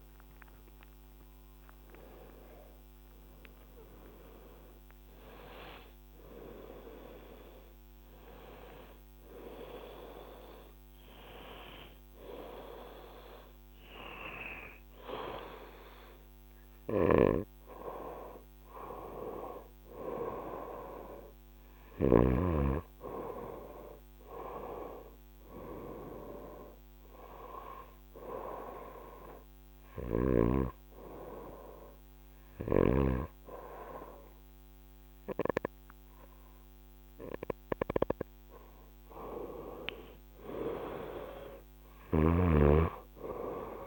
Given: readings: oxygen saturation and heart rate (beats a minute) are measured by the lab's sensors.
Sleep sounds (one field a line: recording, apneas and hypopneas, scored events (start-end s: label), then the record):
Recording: a person partly awake in a sleep study, by a microphone on the trachea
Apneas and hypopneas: 1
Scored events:
9.50-43.86 s: new sleep stage, N2 (light sleep)
16.50-22.00 s: snoring (device-marked)
21.50-30.50 s: oxygen desaturation (device-marked, oxygen 99% before, 96% lowest, heart rate 72 before, 72 extreme)
28.00-39.50 s: hypopnea (oxygen 99% before, 91% lowest, heart rate 68 before, 68 extreme, up 4 after)
39.50-43.86 s: arousal
From the record:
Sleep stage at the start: awake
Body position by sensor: on the right side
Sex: female